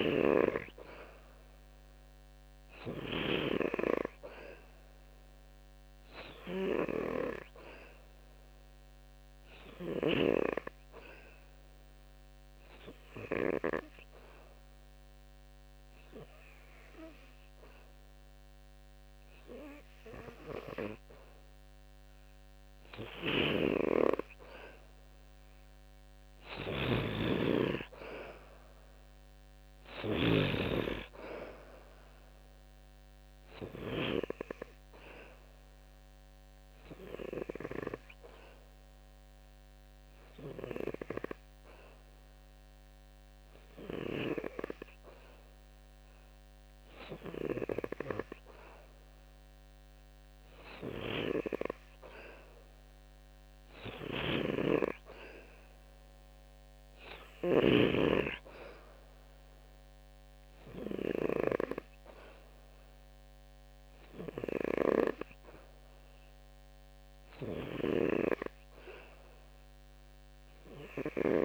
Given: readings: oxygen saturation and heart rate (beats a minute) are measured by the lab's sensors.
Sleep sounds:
breathing in sleep by a microphone on the trachea; 2
0.00-3.00 s: snoring (device-marked)
11.00-21.50 s: obstructive apnea (oxygen 93% before, 90% lowest, heart rate 76 before, 72 extreme, up 0 after)
22.50-33.50 s: snoring (device-marked)
26.00-29.50 s: arousal
35.00-46.00 s: obstructive apnea (oxygen 93% before, 90% lowest, heart rate 75 before, 74 extreme, up 1 after)
48.00-52.00 s: arousal
48.50-56.50 s: oxygen desaturation (device-marked, oxygen 93% before, 90% lowest, heart rate 76 before, 74 extreme)
53.50-57.50 s: snoring (device-marked)
67.00-71.45 s: snoring (device-marked)
From the record:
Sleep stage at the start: N2 (light sleep); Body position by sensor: on the back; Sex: male

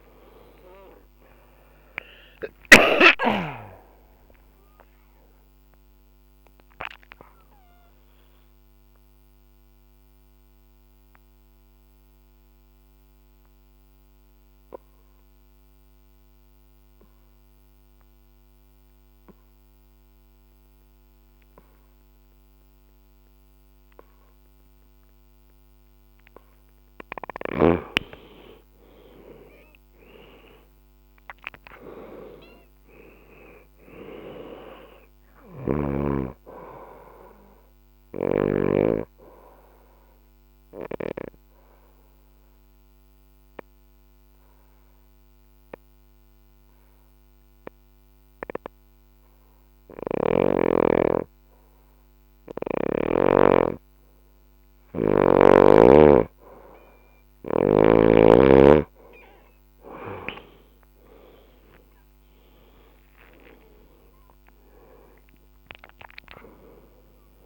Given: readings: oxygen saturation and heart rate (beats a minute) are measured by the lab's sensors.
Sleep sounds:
breathing in sleep by a microphone on the trachea; 2
0.00-2.50 s: snoring (device-marked)
0.00-3.50 s: arousal
5.50-25.00 s: obstructive apnea (oxygen 96% before, 90% lowest, heart rate 64 before, 57 extreme, up 14 after)
8.50-19.50 s: oxygen desaturation (device-marked, oxygen 94% before, 90% lowest, heart rate 67 before, 58 extreme)
13.50-16.50 s: bradycardia (device-marked, heart rate 67 before, 60 extreme)
28.00-32.50 s: arousal
31.50-47.50 s: oxygen desaturation (device-marked, oxygen 99% before, 91% lowest, heart rate 64 before, 57 extreme)
35.00-38.50 s: snoring (device-marked)
36.00-56.00 s: obstructive apnea (oxygen 99% before, 90% lowest, heart rate 65 before, 57 extreme, up 15 after)
38.50-47.50 s: bradycardia (device-marked, heart rate 67 before, 57 extreme)
56.50-67.46 s: oxygen desaturation (device-marked, oxygen 98% before, 91% lowest, heart rate 62 before, 59 extreme)
62.50-67.46 s: arousal
From the record:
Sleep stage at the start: N2 (light sleep); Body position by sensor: on the back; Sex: female

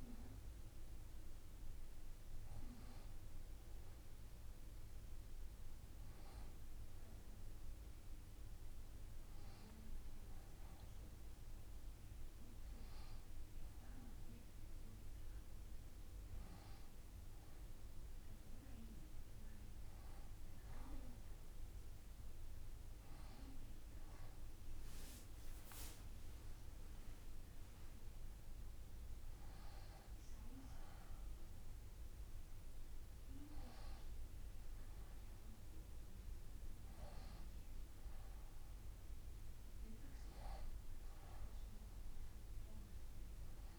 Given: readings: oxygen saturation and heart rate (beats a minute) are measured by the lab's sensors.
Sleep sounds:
breathing in sleep by a room microphone; none
none scored
From the record:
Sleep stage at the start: N2 (light sleep); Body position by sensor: on the left side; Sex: female

